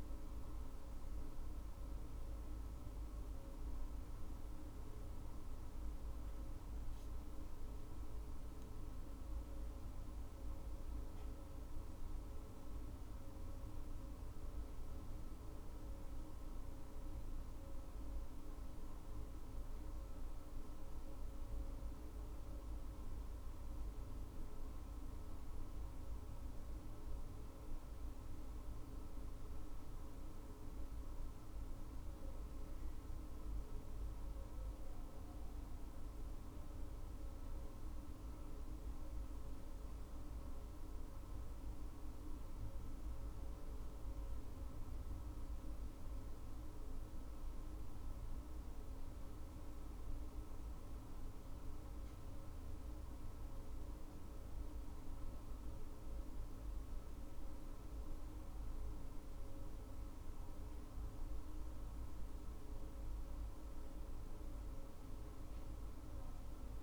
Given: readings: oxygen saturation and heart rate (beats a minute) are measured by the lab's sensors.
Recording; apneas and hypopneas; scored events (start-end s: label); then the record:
breathing in sleep, hard to hear, by a room microphone; none
none scored
From the record:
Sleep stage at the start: N2 (light sleep); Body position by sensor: on the right side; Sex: female